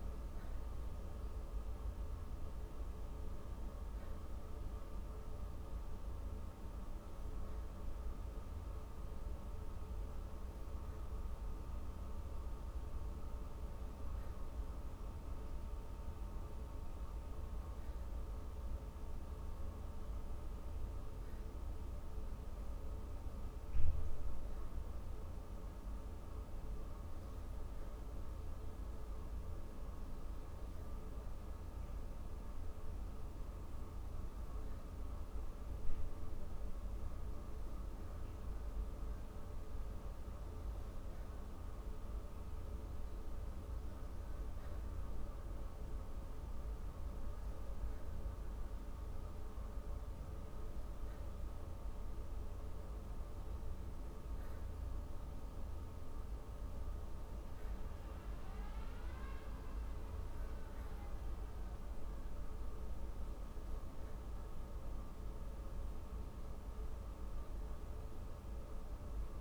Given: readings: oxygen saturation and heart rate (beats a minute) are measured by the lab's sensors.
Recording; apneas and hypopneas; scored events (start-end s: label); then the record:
breathing in sleep, hard to hear, by a room microphone; none
none scored
From the record:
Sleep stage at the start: N3 (deep sleep); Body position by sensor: on the back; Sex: female